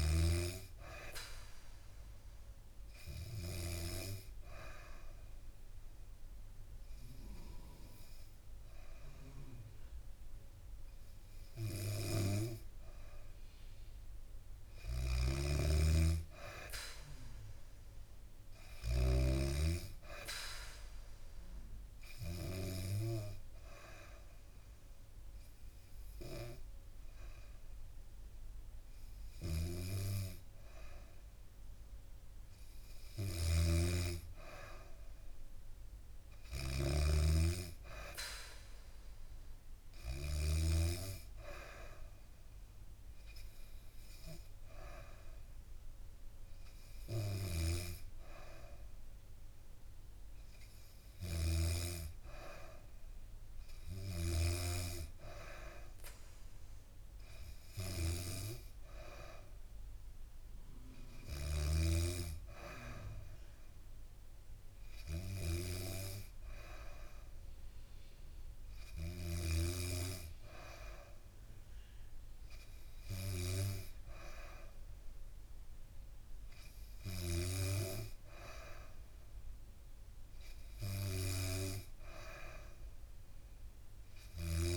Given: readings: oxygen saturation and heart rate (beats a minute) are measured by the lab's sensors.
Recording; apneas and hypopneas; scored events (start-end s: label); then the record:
breathing in sleep by a room microphone; 2
4.00-15.00 s: obstructive apnea (oxygen 97% before, 92% lowest, heart rate 70 before, 67 extreme, up 3 after)
14.50-19.00 s: snoring (device-marked)
16.50-19.50 s: arousal
21.50-32.50 s: obstructive apnea (oxygen 97% before, 92% lowest, heart rate 69 before, 67 extreme, up 5 after)
24.00-34.00 s: oxygen desaturation (device-marked, oxygen 96% before, 92% lowest, heart rate 69 before, 67 extreme)
33.00-40.50 s: snoring (device-marked)
35.50-38.50 s: arousal
41.00-54.00 s: oxygen desaturation (device-marked, oxygen 96% before, 93% lowest, heart rate 71 before, 67 extreme)
From the record:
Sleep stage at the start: N2 (light sleep); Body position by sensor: on the back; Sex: female